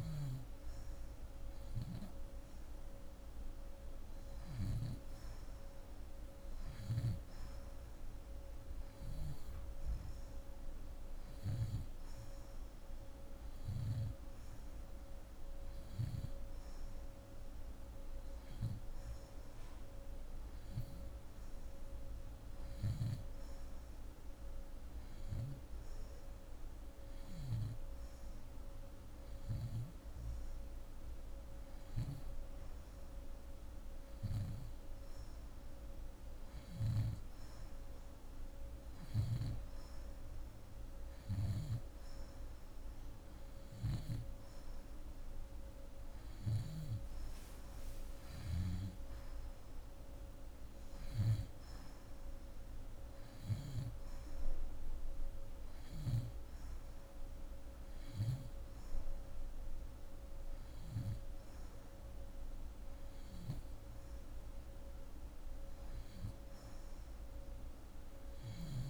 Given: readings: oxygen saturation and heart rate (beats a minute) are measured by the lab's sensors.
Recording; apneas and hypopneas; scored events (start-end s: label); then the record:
breathing in sleep, hard to hear, by a room microphone; none
none scored
From the record:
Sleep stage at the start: N2 (light sleep); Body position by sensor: on the back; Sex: female